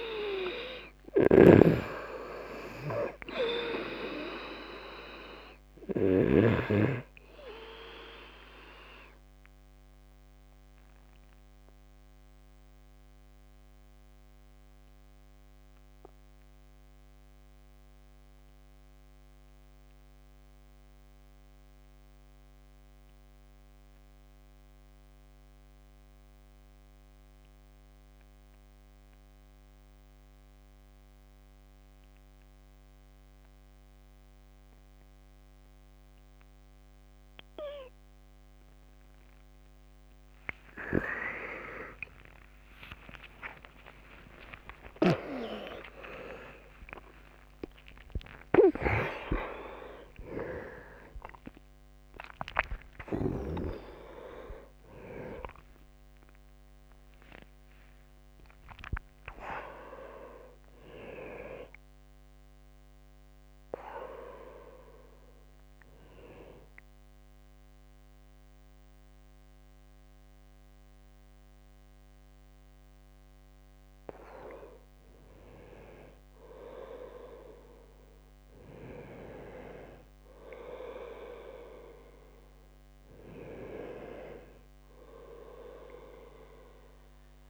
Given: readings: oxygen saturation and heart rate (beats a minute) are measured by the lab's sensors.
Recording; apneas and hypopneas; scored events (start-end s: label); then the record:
breathing in sleep by a microphone on the trachea; 1
0.00-3.00 s: arousal
0.00-6.00 s: snoring (device-marked)
0.00-29.00 s: oxygen desaturation (device-marked, oxygen 88% lowest, heart rate 35 extreme)
1.00-3.00 s: long interval between heartbeats (device-marked, heart rate 72 before, 63 extreme)
10.50-39.00 s: obstructive apnea (oxygen 99% before, 87% lowest)
39.50-41.50 s: long interval between heartbeats (device-marked, heart rate 72 before, 74 extreme)
42.00-46.00 s: arousal
42.50-44.50 s: long interval between heartbeats (device-marked, heart rate 73 before, 96 extreme)
43.00-67.00 s: oxygen desaturation (device-marked, oxygen 97% before, 87% lowest)
44.50-46.50 s: long interval between heartbeats (device-marked, heart rate 76 before, 143 extreme)
46.50-48.50 s: long interval between heartbeats (device-marked, heart rate 84 before, 131 extreme)
47.00-87.50 s: new sleep stage, N1 (lightest sleep)
49.00-63.00 s: bradycardia (device-marked)
86.00-87.50 s: oxygen desaturation (device-marked, oxygen 97% before, 94% lowest, heart rate 77 before, 72 extreme)
From the record:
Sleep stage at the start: N2 (light sleep); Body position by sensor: on the right side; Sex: male